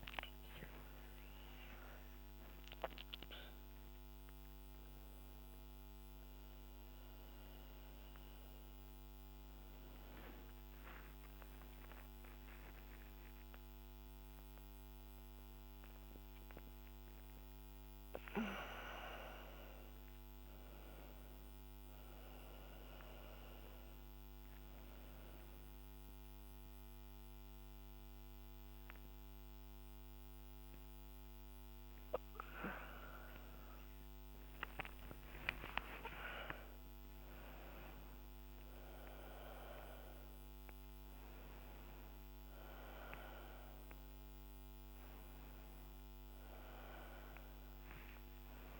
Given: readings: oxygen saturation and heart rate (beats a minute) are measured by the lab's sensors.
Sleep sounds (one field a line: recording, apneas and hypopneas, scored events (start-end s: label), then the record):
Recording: a person awake in a sleep study, by a microphone on the trachea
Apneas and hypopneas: none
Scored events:
11.50-13.50 s: long interval between heartbeats (device-marked, heart rate 80 before, 89 extreme)
14.00-16.00 s: long interval between heartbeats (device-marked, heart rate 84 before, 142 extreme)
34.50-36.50 s: long interval between heartbeats (device-marked, heart rate 92 before, 83 extreme)
From the record:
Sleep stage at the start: awake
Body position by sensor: on the back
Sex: female